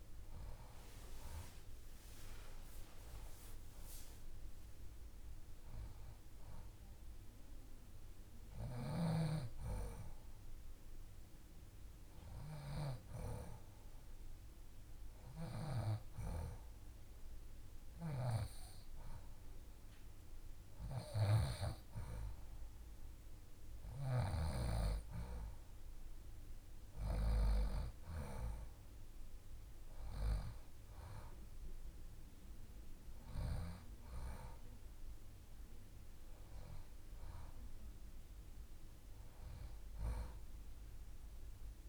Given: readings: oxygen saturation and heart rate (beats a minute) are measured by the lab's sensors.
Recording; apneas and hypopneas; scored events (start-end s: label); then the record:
breathing in sleep by a room microphone; none
none scored
From the record:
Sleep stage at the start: N2 (light sleep); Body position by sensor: on the left side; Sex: female